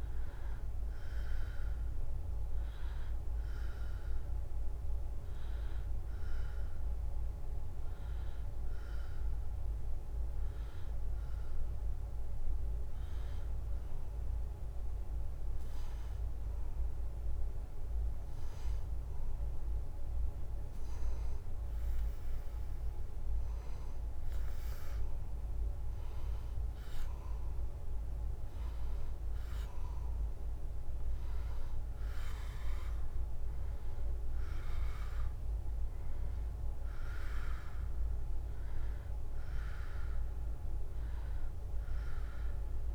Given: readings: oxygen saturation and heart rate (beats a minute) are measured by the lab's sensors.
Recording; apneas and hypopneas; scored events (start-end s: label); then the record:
breathing in sleep, hard to hear, by a room microphone; 1
1.50-13.50 s: hypopnea (oxygen 93% before, 92% lowest, heart rate 76 before, 74 extreme, up 1 after)
18.50-23.00 s: arousal
From the record:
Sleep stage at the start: N2 (light sleep); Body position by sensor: on the right side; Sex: male